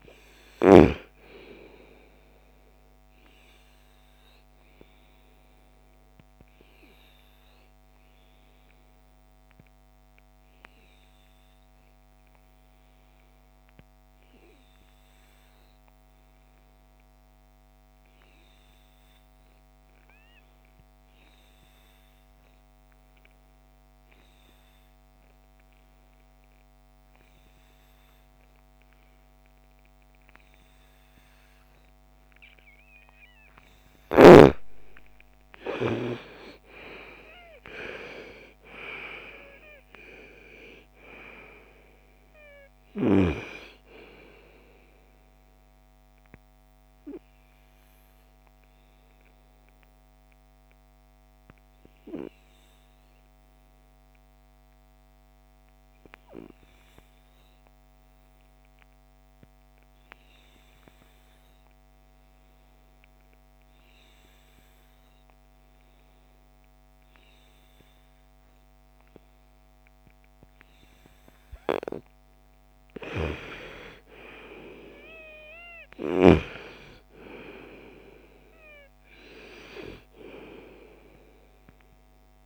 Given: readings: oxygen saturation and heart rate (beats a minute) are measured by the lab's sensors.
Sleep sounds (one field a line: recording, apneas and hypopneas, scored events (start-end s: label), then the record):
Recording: breathing in sleep by a microphone on the trachea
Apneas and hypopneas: 2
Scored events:
0.00-13.50 s: oxygen desaturation (device-marked, oxygen 87% lowest, heart rate 38 extreme)
1.50-31.50 s: obstructive apnea (oxygen 98% before, 82% lowest, heart rate 50 before, 38 extreme, up 21 after)
25.50-56.50 s: oxygen desaturation (device-marked, oxygen 98% before, 82% lowest, heart rate 53 before, 39 extreme)
34.50-38.50 s: arousal
44.50-70.50 s: obstructive apnea (oxygen 98% before, 82% lowest, heart rate 50 before, 40 extreme, up 27 after)
68.50-82.46 s: oxygen desaturation (device-marked, oxygen 99% before, 87% lowest, heart rate 52 before, 53 extreme)
72.00-76.50 s: arousal
From the record:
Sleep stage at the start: N2 (light sleep)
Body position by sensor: on the right side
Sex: female